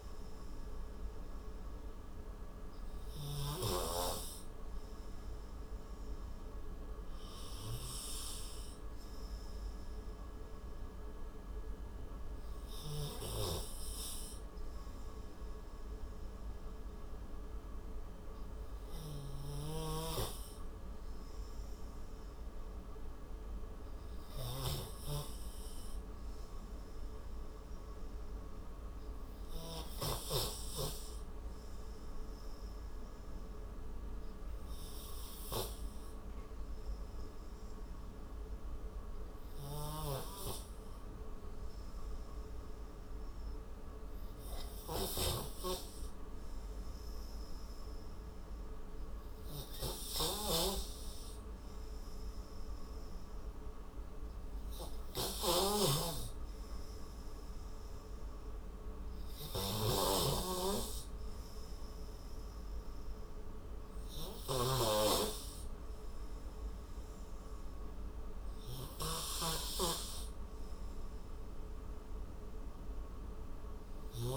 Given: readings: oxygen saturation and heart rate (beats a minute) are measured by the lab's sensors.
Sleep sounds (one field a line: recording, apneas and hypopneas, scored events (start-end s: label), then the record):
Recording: breathing in sleep by a room microphone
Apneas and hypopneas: 1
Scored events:
0.00-3.50 s: snoring (device-marked)
17.00-40.50 s: obstructive apnea (oxygen 96% before, 91% lowest)
42.00-45.00 s: arousal
50.00-60.00 s: snoring (device-marked)
69.00-74.37 s: snoring (device-marked)
From the record:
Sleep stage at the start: N2 (light sleep)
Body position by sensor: on the right side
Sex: male